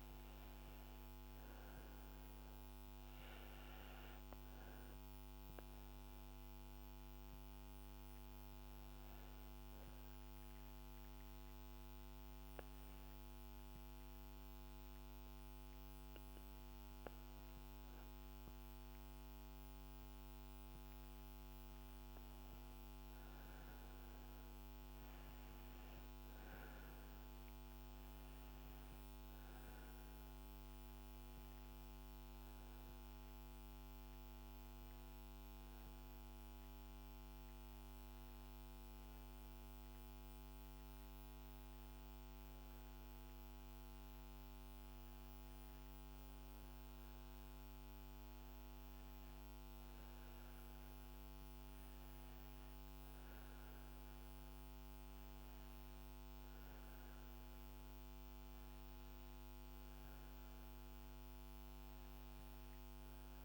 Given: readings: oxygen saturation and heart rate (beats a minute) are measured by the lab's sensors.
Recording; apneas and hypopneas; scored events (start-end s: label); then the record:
breathing in sleep, hard to hear, by a microphone on the trachea; 2
2.00-6.00 s: arousal
10.00-23.00 s: obstructive apnea (oxygen 98% before, 94% lowest, heart rate 72 before, 71 extreme, up 2 after)
27.00-63.45 s: new sleep stage, N1 (lightest sleep)
27.50-32.00 s: arousal
35.00-48.00 s: hypopnea (oxygen 96% before, 95% lowest, heart rate 72 before, 69 extreme, up 0 after)
49.50-53.00 s: arousal
From the record:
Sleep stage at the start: N2 (light sleep); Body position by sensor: on the back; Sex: female